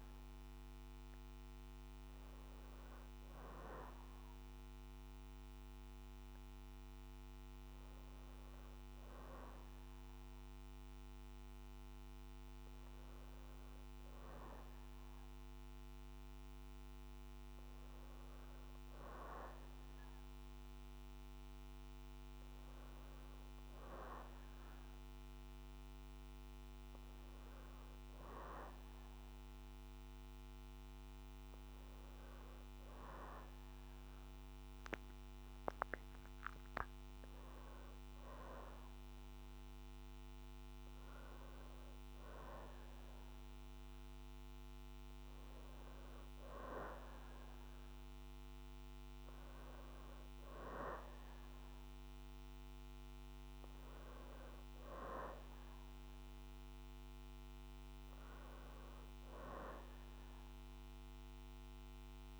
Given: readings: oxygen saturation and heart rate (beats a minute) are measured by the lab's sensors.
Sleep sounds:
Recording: a person partly awake in a sleep study, by a microphone on the trachea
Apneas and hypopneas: none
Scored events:
11.50-62.40 s: new sleep stage, N1 (lightest sleep)
From the record:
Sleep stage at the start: awake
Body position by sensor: on the back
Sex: female

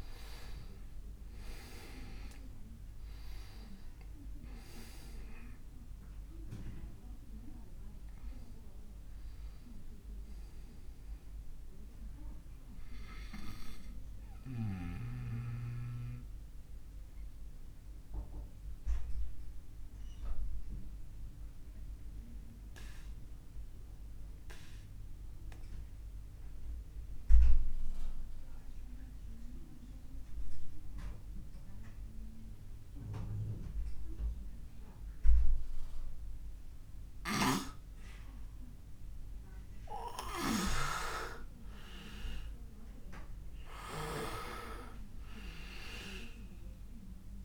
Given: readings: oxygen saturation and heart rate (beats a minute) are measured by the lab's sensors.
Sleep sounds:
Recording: breathing in sleep by a room microphone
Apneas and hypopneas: 1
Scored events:
0.00-2.50 s: arousal
0.00-28.00 s: oxygen desaturation (device-marked, oxygen 90% lowest)
15.00-37.50 s: obstructive apnea (oxygen 99% before, 90% lowest)
40.50-45.00 s: arousal
46.00-47.45 s: oxygen desaturation (device-marked, oxygen 99% before, 93% lowest)
From the record:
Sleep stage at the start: N2 (light sleep)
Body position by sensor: on the back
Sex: male

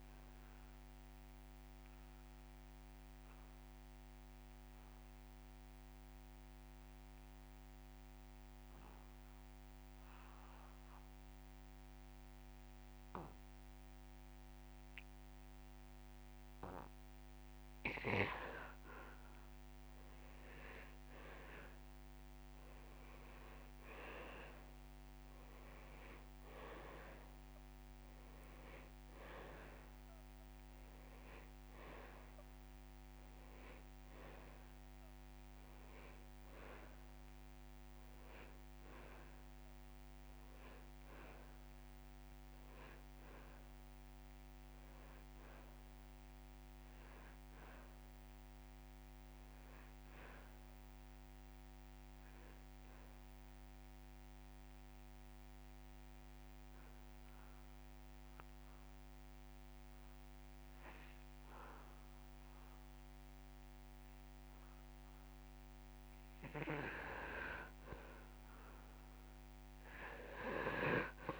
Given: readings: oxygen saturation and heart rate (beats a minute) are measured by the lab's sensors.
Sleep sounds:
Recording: breathing in sleep by a microphone on the trachea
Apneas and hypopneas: 2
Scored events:
1.00-17.50 s: central apnea (oxygen 98% before, 90% lowest)
1.50-3.50 s: long interval between heartbeats (device-marked)
11.00-26.00 s: oxygen desaturation (device-marked, oxygen 94% before, 90% lowest)
16.00-18.00 s: long interval between heartbeats (device-marked)
22.50-26.00 s: arousal
40.00-50.00 s: oxygen desaturation (device-marked, oxygen 98% before, 91% lowest)
49.50-52.00 s: arousal
54.00-66.50 s: obstructive apnea (oxygen 99% before, 88% lowest)
70.00-71.40 s: arousal
70.00-71.40 s: oxygen desaturation (device-marked, oxygen 98% before, 90% lowest)
From the record:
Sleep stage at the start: N2 (light sleep)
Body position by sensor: on the back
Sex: male

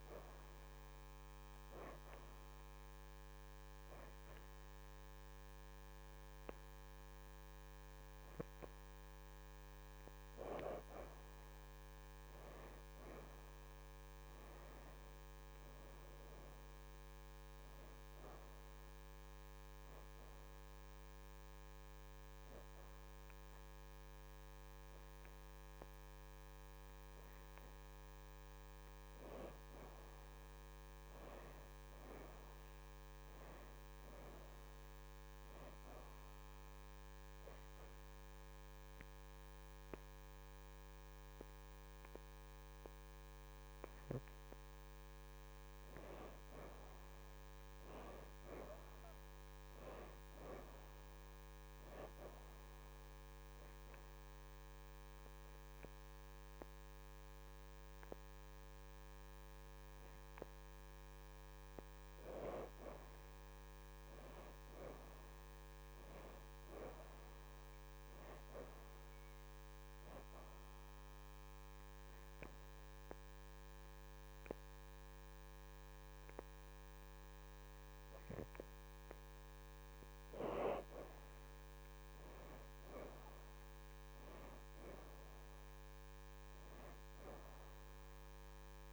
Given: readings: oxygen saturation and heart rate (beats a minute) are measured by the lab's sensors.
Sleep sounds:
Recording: breathing in sleep by a microphone on the trachea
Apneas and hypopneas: 5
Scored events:
1.00-11.50 s: hypopnea (oxygen 83% before, 62% lowest, heart rate 78 before, 78 extreme, up 6 after)
4.00-14.00 s: oxygen desaturation (device-marked, oxygen 83% before, 70% lowest, heart rate 80 before, 78 extreme)
13.50-16.50 s: arousal
16.00-37.00 s: oxygen desaturation (device-marked, oxygen 78% before, 62% lowest, heart rate 83 before, 78 extreme)
19.50-30.00 s: hypopnea (oxygen 83% before, 62% lowest, heart rate 83 before, 78 extreme, up 5 after)
31.50-34.00 s: arousal
36.50-46.50 s: obstructive apnea (oxygen 78% before, 61% lowest, heart rate 82 before, 79 extreme, up 4 after)
39.00-52.00 s: oxygen desaturation (device-marked, oxygen 79% before, 68% lowest, heart rate 82 before, 79 extreme)
48.50-51.00 s: arousal
53.00-63.00 s: obstructive apnea (oxygen 79% before, 61% lowest, heart rate 82 before, 79 extreme, up 5 after)
54.00-67.00 s: oxygen desaturation (device-marked, oxygen 80% before, 65% lowest, heart rate 82 before, 79 extreme)
65.00-68.00 s: arousal
69.00-84.00 s: oxygen desaturation (device-marked, oxygen 83% before, 65% lowest, heart rate 82 before, 79 extreme)
70.50-80.50 s: obstructive apnea (oxygen 83% before, 61% lowest, heart rate 82 before, 79 extreme, up 6 after)
83.00-86.00 s: arousal
86.00-88.92 s: oxygen desaturation (device-marked, oxygen 83% before, 61% lowest, heart rate 83 before, 78 extreme)
From the record:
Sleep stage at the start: N2 (light sleep)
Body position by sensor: on the back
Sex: female

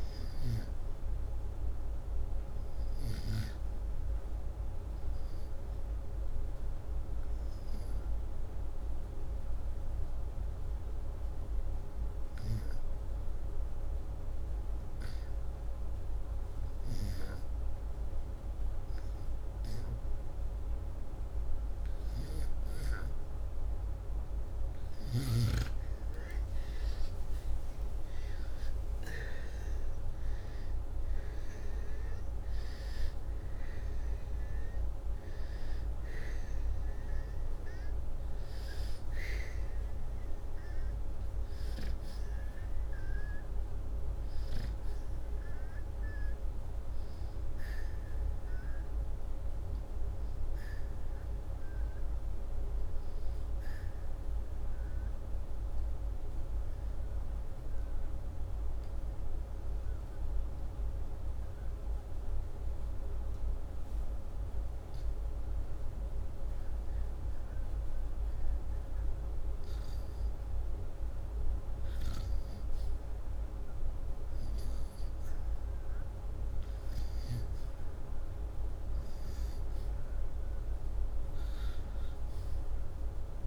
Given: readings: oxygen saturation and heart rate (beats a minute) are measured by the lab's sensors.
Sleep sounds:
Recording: breathing in sleep, hard to hear, by a room microphone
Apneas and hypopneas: 1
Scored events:
1.00-18.00 s: oxygen desaturation (device-marked, oxygen 95% before, 89% lowest, heart rate 79 before, 79 extreme)
26.50-31.00 s: arousal
33.00-60.00 s: oxygen desaturation (device-marked, oxygen 95% before, 88% lowest, heart rate 81 before, 74 extreme)
55.50-71.00 s: hypopnea (oxygen 95% before, 89% lowest, heart rate 79 before, 76 extreme, up 4 after)
73.00-76.50 s: arousal
From the record:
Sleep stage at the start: REM sleep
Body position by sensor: upright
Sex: male

